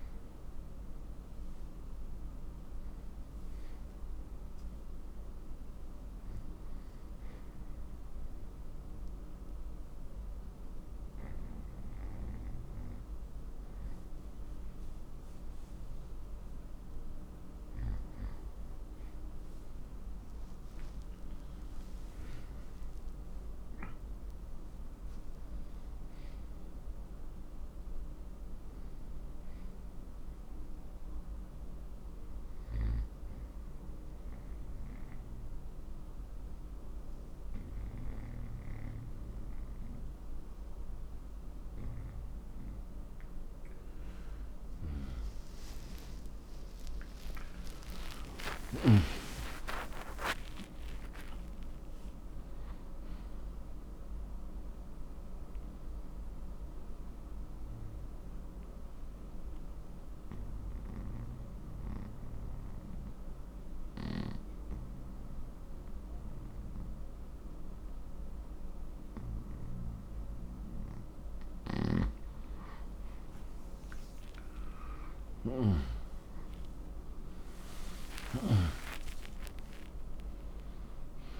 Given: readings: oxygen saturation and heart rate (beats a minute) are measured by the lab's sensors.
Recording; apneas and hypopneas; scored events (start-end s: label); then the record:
breathing in sleep by a room microphone; 2
20.50-24.50 s: arousal
32.00-43.50 s: obstructive apnea (oxygen 94% before, 85% lowest, heart rate 71 before, 59 extreme, up 34 after)
46.50-51.50 s: arousal
57.00-71.50 s: obstructive apnea (oxygen 94% before, 85% lowest, heart rate 78 before, 59 extreme, up 22 after)
74.50-78.00 s: arousal
From the record:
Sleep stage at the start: N2 (light sleep); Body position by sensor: on the right side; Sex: male